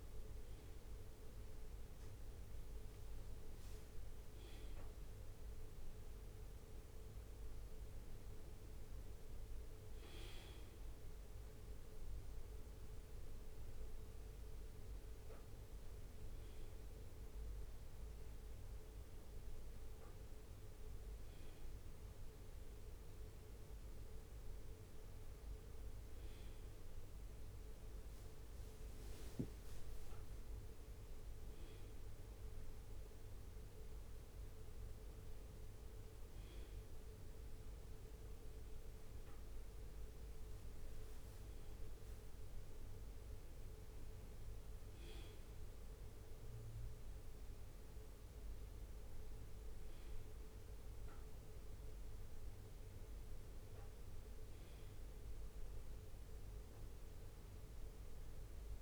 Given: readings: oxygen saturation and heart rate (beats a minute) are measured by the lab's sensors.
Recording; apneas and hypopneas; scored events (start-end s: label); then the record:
a person awake in a sleep study, hard to hear, by a room microphone; none
0.00-2.00 s: leg movement (device-marked)
27.50-31.00 s: leg movement (device-marked)
33.00-37.50 s: leg movement (device-marked)
40.00-42.00 s: leg movement (device-marked)
47.00-58.82 s: new sleep stage, N1 (lightest sleep)
50.50-55.50 s: leg movement (device-marked)
From the record:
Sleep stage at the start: awake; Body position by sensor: on the left side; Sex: male